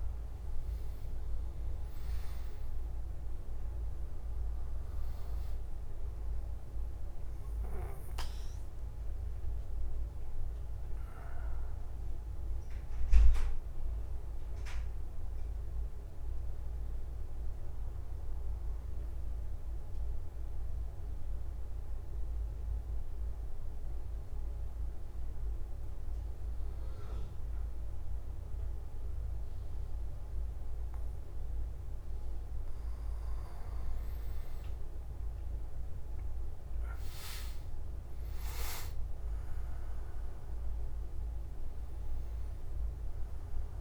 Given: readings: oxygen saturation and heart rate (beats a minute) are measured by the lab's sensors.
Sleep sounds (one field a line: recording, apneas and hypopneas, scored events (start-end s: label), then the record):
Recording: breathing in sleep, hard to hear, by a room microphone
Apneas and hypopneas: 1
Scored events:
11.50-23.50 s: oxygen desaturation (device-marked, oxygen 100% before, 94% lowest)
20.50-33.00 s: obstructive apnea (oxygen 100% before, 93% lowest)
40.50-43.81 s: oxygen desaturation (device-marked, oxygen 99% before, 93% lowest, heart rate 98 before, 30 extreme)
From the record:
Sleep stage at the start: N2 (light sleep)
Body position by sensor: on the back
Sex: male